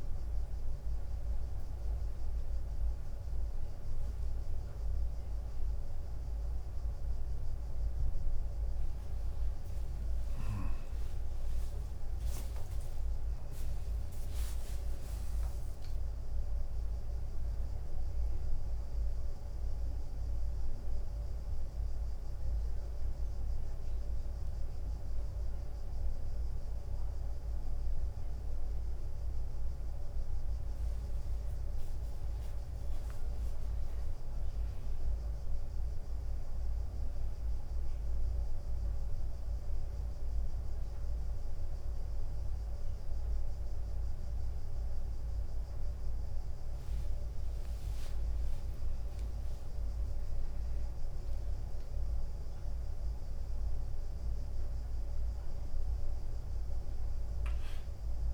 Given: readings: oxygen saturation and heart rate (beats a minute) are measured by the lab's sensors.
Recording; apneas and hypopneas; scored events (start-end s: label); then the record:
a person partly awake in a sleep study, hard to hear, by a room microphone; 1
12.50-18.50 s: tachycardia (device-marked, heart rate 91 before, 105 extreme)
13.50-21.50 s: drop in pulse transit time (device-marked, heart rate 88 before, 92 extreme)
15.50-17.50 s: long interval between heartbeats (device-marked, heart rate 89 before, 104 extreme)
15.50-58.34 s: new sleep stage, N1 (lightest sleep)
19.50-29.50 s: hypopnea (oxygen 94% before, 91% lowest, heart rate 93 before, 91 extreme, up 14 after)
21.50-30.50 s: oxygen desaturation (device-marked, oxygen 94% before, 91% lowest, heart rate 95 before, 91 extreme)
30.50-36.50 s: tachycardia (device-marked, heart rate 91 before, 105 extreme)
33.00-38.00 s: arousal
33.50-35.50 s: long interval between heartbeats (device-marked, heart rate 96 before, 102 extreme)
35.50-54.50 s: drop in pulse transit time (device-marked, heart rate 97 before, 95 extreme)
50.00-54.00 s: arousal
From the record:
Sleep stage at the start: awake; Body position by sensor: on the right side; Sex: male